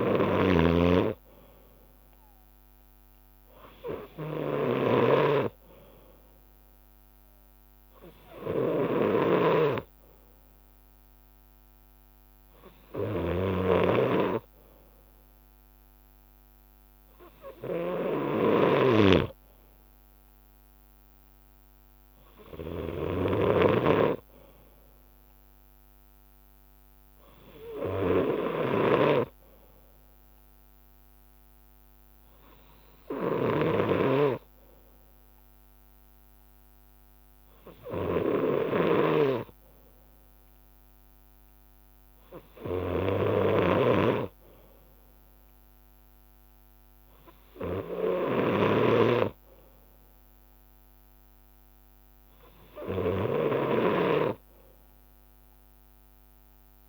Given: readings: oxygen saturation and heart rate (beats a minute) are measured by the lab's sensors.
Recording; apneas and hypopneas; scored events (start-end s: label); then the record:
breathing in sleep by a microphone on the trachea; none
0.00-24.00 s: snoring (device-marked)
13.00-16.00 s: bradycardia (device-marked, heart rate 59 before, 59 extreme)
18.00-21.00 s: bradycardia (device-marked, heart rate 59 before, 59 extreme)
22.00-26.00 s: bradycardia (device-marked, heart rate 59 before, 59 extreme)
34.00-41.00 s: bradycardia (device-marked, heart rate 59 before, 59 extreme)
43.00-45.00 s: bradycardia (device-marked, heart rate 59 before, 59 extreme)
43.50-49.00 s: snoring (device-marked)
From the record:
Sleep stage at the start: N2 (light sleep); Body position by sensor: on the left side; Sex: male